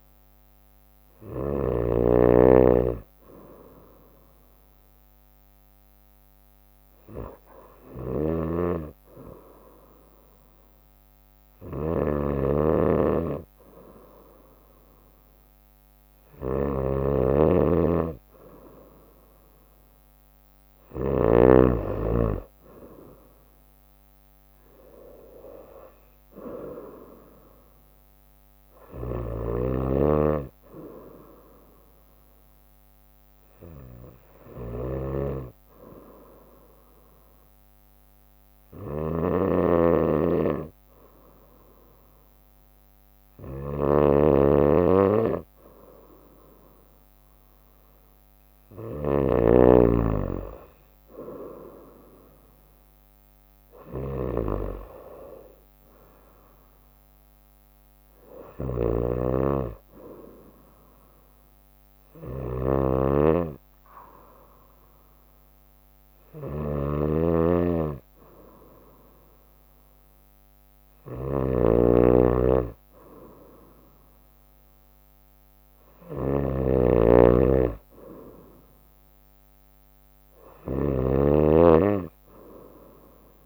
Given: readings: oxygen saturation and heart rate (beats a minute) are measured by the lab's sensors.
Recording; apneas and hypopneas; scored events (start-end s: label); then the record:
breathing in sleep by a microphone on the trachea; 3
0.00-1.50 s: snoring (device-marked)
3.00-17.50 s: obstructive apnea (oxygen 94% before, 93% lowest, heart rate 64 before, 63 extreme, up 4 after)
8.00-21.50 s: snoring (device-marked)
19.00-22.00 s: arousal
19.50-33.50 s: drop in pulse transit time (device-marked, heart rate 64 before, 64 extreme)
29.00-83.46 s: snoring (device-marked)
32.00-49.00 s: obstructive apnea (oxygen 95% before, 93% lowest, heart rate 66 before, 61 extreme, up 5 after)
53.50-65.50 s: drop in pulse transit time (device-marked, heart rate 63 before, 63 extreme)
55.00-57.50 s: arousal
61.50-72.50 s: obstructive apnea (oxygen 95% before, 93% lowest, heart rate 65 before, 61 extreme, up 5 after)
78.50-82.00 s: arousal
From the record:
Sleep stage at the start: N2 (light sleep); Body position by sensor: on the right side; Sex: female